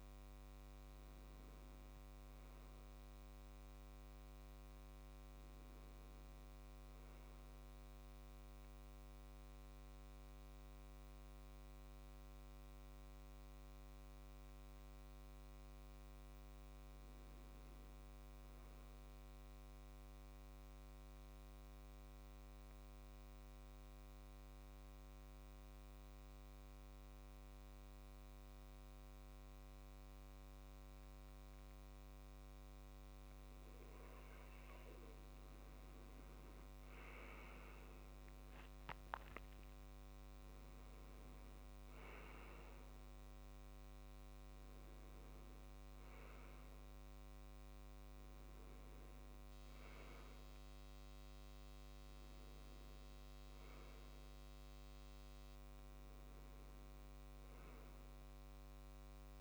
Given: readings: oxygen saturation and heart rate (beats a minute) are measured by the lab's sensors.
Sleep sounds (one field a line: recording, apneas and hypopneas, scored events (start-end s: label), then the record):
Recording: breathing in sleep, hard to hear, by a microphone on the trachea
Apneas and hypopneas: 1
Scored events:
0.00-6.50 s: oxygen desaturation (device-marked, oxygen 90% lowest, heart rate 66 extreme)
20.50-34.00 s: central apnea (oxygen 95% before, 85% lowest, heart rate 69 before, 66 extreme, up 9 after)
27.50-59.41 s: oxygen desaturation (device-marked, oxygen 95% before, 85% lowest, heart rate 68 before, 67 extreme)
36.50-39.50 s: arousal
54.50-58.00 s: arousal
From the record:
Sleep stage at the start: N2 (light sleep)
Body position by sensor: on the left side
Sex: male